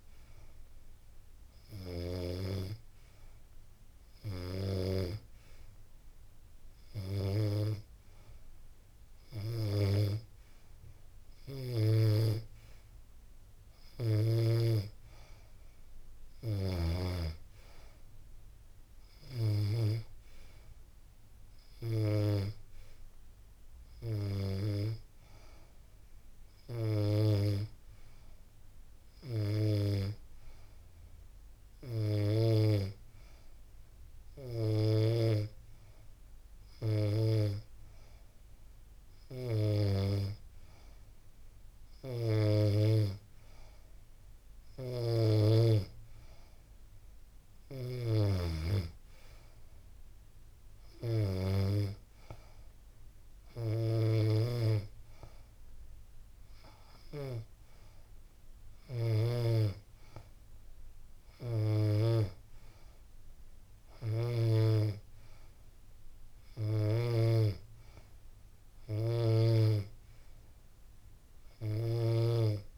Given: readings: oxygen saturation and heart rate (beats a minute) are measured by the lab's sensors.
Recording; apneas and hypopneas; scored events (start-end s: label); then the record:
breathing in sleep by a room microphone; none
none scored
From the record:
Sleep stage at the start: N2 (light sleep); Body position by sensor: on the back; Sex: female